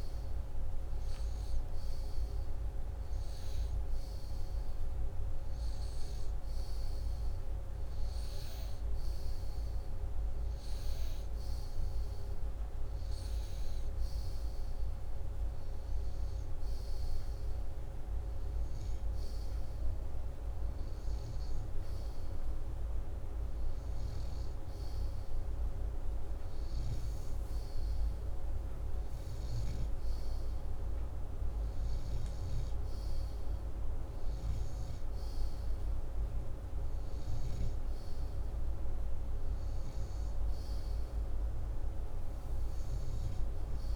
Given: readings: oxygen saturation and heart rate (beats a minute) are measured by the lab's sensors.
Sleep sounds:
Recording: breathing in sleep, hard to hear, by a room microphone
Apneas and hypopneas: none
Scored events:
none scored
From the record:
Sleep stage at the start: N2 (light sleep)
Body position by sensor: upright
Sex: male

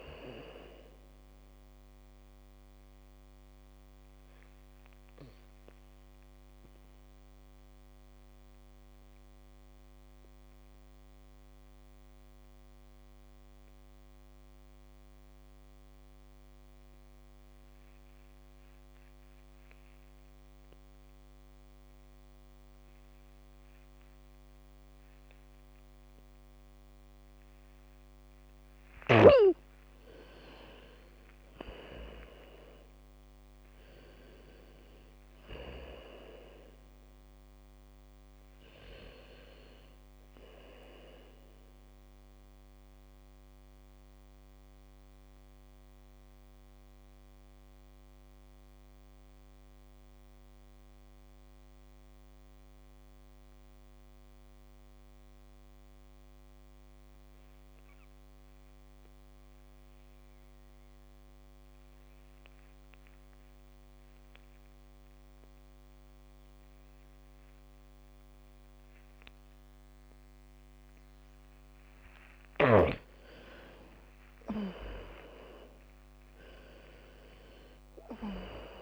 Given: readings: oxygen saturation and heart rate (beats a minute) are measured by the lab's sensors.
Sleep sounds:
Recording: breathing in sleep by a microphone on the trachea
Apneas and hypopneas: 2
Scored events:
0.00-16.50 s: oxygen desaturation (device-marked, oxygen 85% lowest, heart rate 48 extreme)
5.50-29.00 s: mixed apnea (oxygen 98% before, 81% lowest, heart rate 66 before, 48 extreme)
28.50-58.50 s: oxygen desaturation (device-marked, oxygen 99% before, 82% lowest, heart rate 74 before, 47 extreme)
29.50-35.50 s: bradycardia (device-marked, heart rate 65 before, 48 extreme)
30.50-34.00 s: arousal
41.50-71.50 s: mixed apnea (oxygen 99% before, 78% lowest, heart rate 63 before, 47 extreme)
63.50-78.82 s: oxygen desaturation (device-marked, oxygen 100% before, 78% lowest, heart rate 73 before, 47 extreme)
70.50-76.50 s: bradycardia (device-marked, heart rate 66 before, 47 extreme)
73.50-76.50 s: arousal
From the record:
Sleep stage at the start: N2 (light sleep)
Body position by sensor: on the back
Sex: female

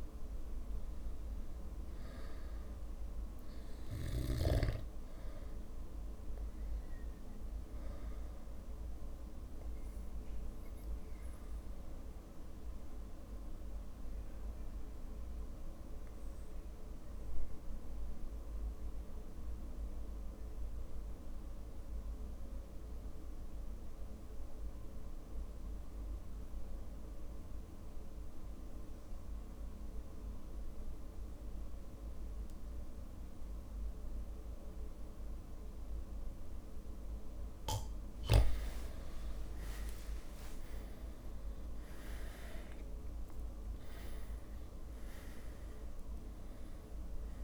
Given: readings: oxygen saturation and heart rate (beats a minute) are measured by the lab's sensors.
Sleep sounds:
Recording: breathing in sleep, hard to hear, by a room microphone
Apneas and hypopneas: 1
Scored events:
0.00-1.50 s: arousal
4.00-32.00 s: oxygen desaturation (device-marked, oxygen 98% before, 93% lowest)
5.00-7.00 s: long interval between heartbeats (device-marked, heart rate 57 before, 57 extreme)
9.00-21.00 s: drop in pulse transit time (device-marked)
12.50-38.50 s: mixed apnea (oxygen 99% before, 90% lowest, heart rate 52 before, 28 extreme, up 31 after)
18.00-20.00 s: long interval between heartbeats (device-marked, heart rate 45 before, 54 extreme)
27.50-29.50 s: long interval between heartbeats (device-marked, heart rate 39 before, 48 extreme)
32.00-34.00 s: long interval between heartbeats (device-marked, heart rate 42 before, 48 extreme)
40.00-44.50 s: arousal
40.50-42.50 s: long interval between heartbeats (device-marked, heart rate 41 before, 48 extreme)
44.00-47.44 s: oxygen desaturation (device-marked, oxygen 99% before, 90% lowest, heart rate 43 before, 44 extreme)
From the record:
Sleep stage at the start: REM sleep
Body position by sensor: on the back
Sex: male

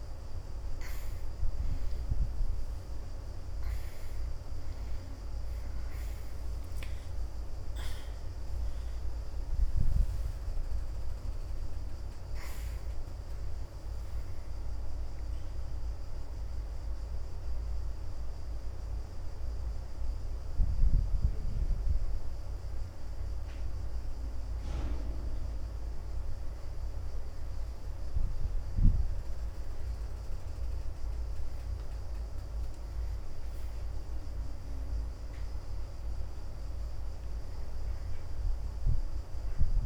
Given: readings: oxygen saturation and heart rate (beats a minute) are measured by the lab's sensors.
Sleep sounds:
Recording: a person awake in a sleep study, hard to hear, by a room microphone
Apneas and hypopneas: none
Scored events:
4.50-15.50 s: oxygen desaturation (device-marked, oxygen 92% before, 87% lowest, heart rate 103 before, 79 extreme)
38.50-39.86 s: oxygen desaturation (device-marked, oxygen 93% before, 88% lowest, heart rate 81 before, 76 extreme)
From the record:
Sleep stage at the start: awake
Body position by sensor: on the right side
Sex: female

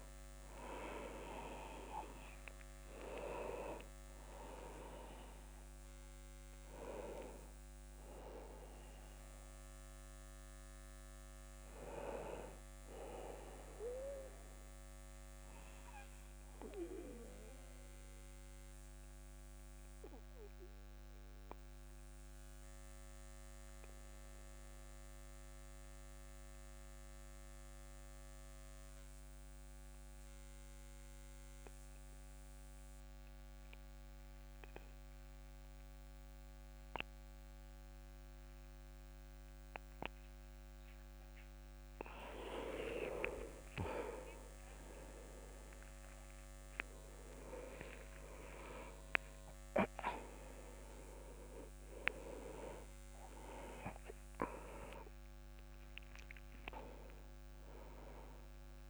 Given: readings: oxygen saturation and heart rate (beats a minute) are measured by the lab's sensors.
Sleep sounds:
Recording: breathing in sleep by a microphone on the trachea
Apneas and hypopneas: 1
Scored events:
0.00-28.00 s: oxygen desaturation (device-marked, oxygen 84% lowest)
15.00-40.50 s: obstructive apnea
49.00-58.90 s: new sleep stage, awake
From the record:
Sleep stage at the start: N2 (light sleep)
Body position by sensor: on the back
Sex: male

